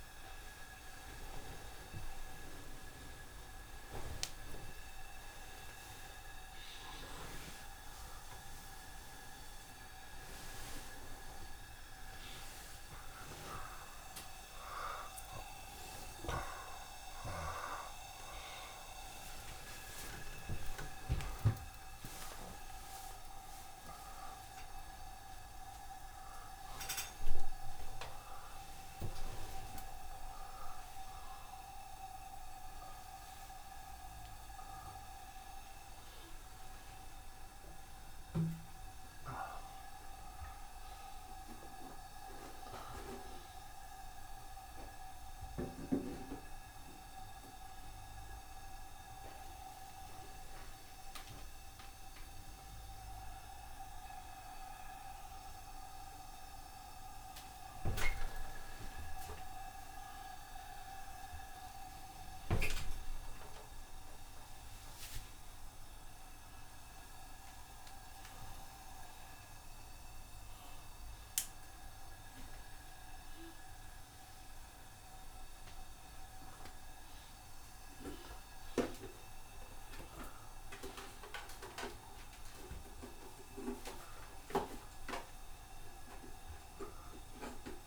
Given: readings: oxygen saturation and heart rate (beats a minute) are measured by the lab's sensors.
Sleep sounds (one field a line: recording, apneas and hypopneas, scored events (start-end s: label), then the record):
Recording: a person awake in a sleep study, by a room microphone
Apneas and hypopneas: none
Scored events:
0.00-1.50 s: long interval between heartbeats (device-marked, heart rate 98 extreme)
0.00-6.00 s: oxygen desaturation (device-marked, oxygen 80% lowest, heart rate 70 extreme)
0.00-14.00 s: tachycardia (device-marked, heart rate 138 extreme)
2.00-4.00 s: long interval between heartbeats (device-marked, heart rate 114 before, 120 extreme)
4.00-6.00 s: long interval between heartbeats (device-marked, heart rate 115 before, 124 extreme)
7.00-9.00 s: long interval between heartbeats (device-marked, heart rate 116 before, 120 extreme)
9.50-11.50 s: long interval between heartbeats (device-marked, heart rate 117 before, 121 extreme)
11.50-13.50 s: long interval between heartbeats (device-marked, heart rate 118 before, 129 extreme)
14.50-16.50 s: long interval between heartbeats (device-marked, heart rate 119 before, 106 extreme)
17.00-26.00 s: tachycardia (device-marked, heart rate 74 before, 148 extreme)
20.50-22.50 s: long interval between heartbeats (device-marked, heart rate 114 before, 101 extreme)
23.00-25.00 s: long interval between heartbeats (device-marked, heart rate 114 before, 135 extreme)
34.00-36.00 s: long interval between heartbeats (device-marked, heart rate 105 before, 85 extreme)
34.00-39.00 s: tachycardia (device-marked, heart rate 75 before, 103 extreme)
36.50-38.50 s: long interval between heartbeats (device-marked, heart rate 103 before, 98 extreme)
54.00-56.00 s: long interval between heartbeats (device-marked, heart rate 89 before, 88 extreme)
54.00-71.00 s: tachycardia (device-marked, heart rate 76 before, 161 extreme)
61.00-63.00 s: long interval between heartbeats (device-marked, heart rate 92 before, 147 extreme)
63.00-65.00 s: long interval between heartbeats (device-marked, heart rate 97 before, 139 extreme)
66.00-68.00 s: long interval between heartbeats (device-marked, heart rate 106 before, 111 extreme)
68.00-70.00 s: long interval between heartbeats (device-marked, heart rate 110 before, 116 extreme)
72.50-74.50 s: long interval between heartbeats (device-marked, heart rate 117 before, 113 extreme)
73.00-87.87 s: tachycardia (device-marked, heart rate 78 before, 132 extreme)
75.00-77.00 s: long interval between heartbeats (device-marked, heart rate 120 before, 91 extreme)
80.50-82.50 s: long interval between heartbeats (device-marked, heart rate 121 before, 127 extreme)
83.00-85.00 s: long interval between heartbeats (device-marked, heart rate 117 before, 124 extreme)
85.50-87.50 s: long interval between heartbeats (device-marked, heart rate 115 before, 115 extreme)
From the record:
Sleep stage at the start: awake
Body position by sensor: upright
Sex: male